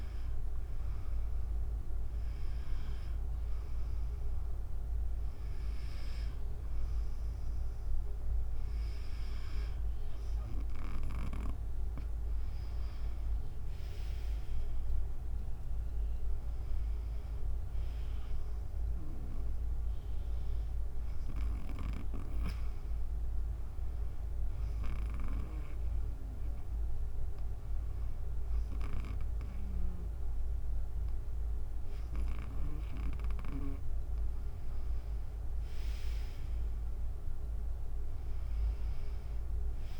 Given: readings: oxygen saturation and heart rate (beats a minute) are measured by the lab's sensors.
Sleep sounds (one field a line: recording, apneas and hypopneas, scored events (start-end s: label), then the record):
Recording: breathing in sleep by a room microphone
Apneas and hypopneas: none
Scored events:
10.00-23.00 s: drop in pulse transit time (device-marked, heart rate 73 before, 73 extreme)
36.00-40.00 s: drop in pulse transit time (device-marked, heart rate 73 before, 71 extreme)
From the record:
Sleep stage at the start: N2 (light sleep)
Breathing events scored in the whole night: 211 in 5.0 hours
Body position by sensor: on the back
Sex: female